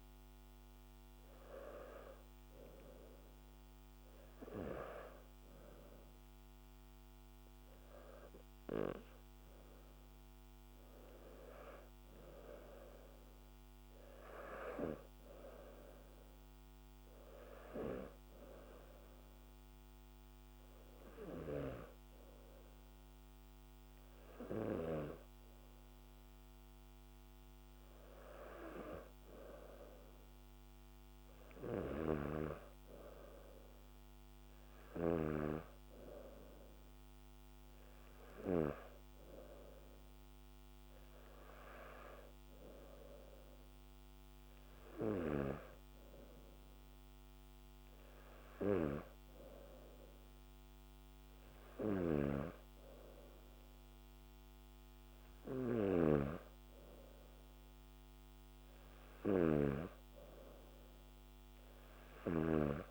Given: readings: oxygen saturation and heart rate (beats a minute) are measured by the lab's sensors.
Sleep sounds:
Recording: breathing in sleep by a microphone on the trachea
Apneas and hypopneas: 1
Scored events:
19.00-29.50 s: hypopnea (oxygen 96% before, 95% lowest, heart rate 68 before, 60 extreme, up 6 after)
32.00-36.00 s: arousal
From the record:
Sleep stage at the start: N2 (light sleep)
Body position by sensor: on the back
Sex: male

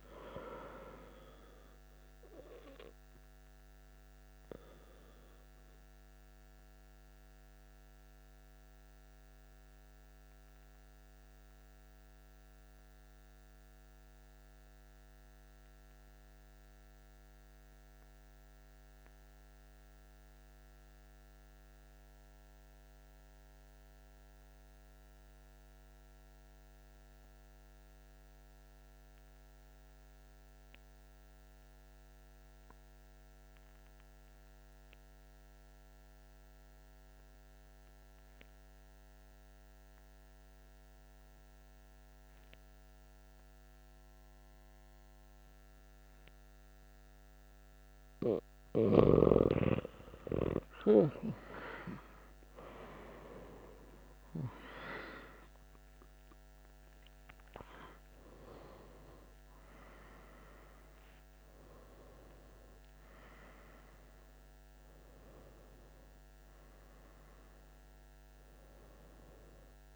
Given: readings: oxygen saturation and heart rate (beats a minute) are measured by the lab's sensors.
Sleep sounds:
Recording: breathing in sleep by a microphone on the trachea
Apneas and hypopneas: 1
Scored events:
0.00-13.50 s: oxygen desaturation (device-marked, oxygen 94% lowest)
2.00-47.50 s: obstructive apnea (oxygen 98% before, 88% lowest, heart rate 88 before, 58 extreme, up 45 after)
34.50-69.96 s: oxygen desaturation (device-marked, oxygen 98% before, 88% lowest, heart rate 106 before, 50 extreme)
50.00-56.00 s: arousal
From the record:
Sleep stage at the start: N2 (light sleep)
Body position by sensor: on the back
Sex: male

